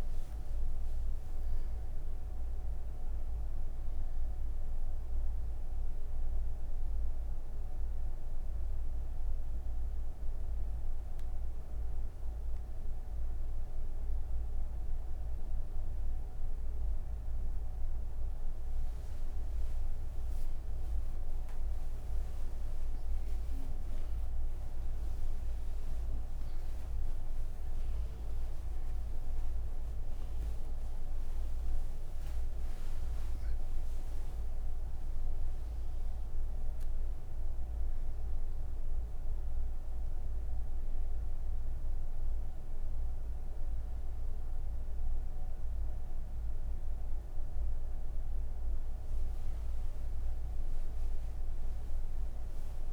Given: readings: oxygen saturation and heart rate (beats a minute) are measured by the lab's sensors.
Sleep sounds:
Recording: breathing in sleep, hard to hear, by a room microphone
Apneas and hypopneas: none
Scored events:
none scored
From the record:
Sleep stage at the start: N1 (lightest sleep)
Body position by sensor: on the right side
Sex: female

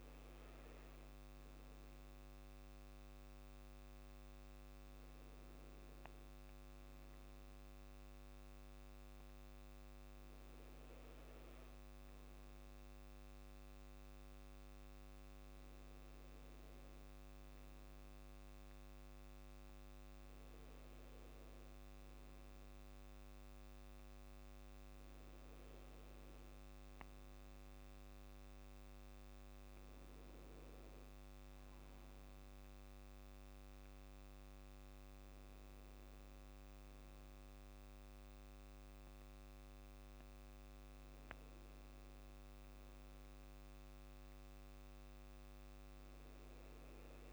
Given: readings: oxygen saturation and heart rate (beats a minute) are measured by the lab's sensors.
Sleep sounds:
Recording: breathing in sleep, hard to hear, by a microphone on the trachea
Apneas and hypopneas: none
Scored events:
none scored
From the record:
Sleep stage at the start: N2 (light sleep)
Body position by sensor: on the back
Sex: male

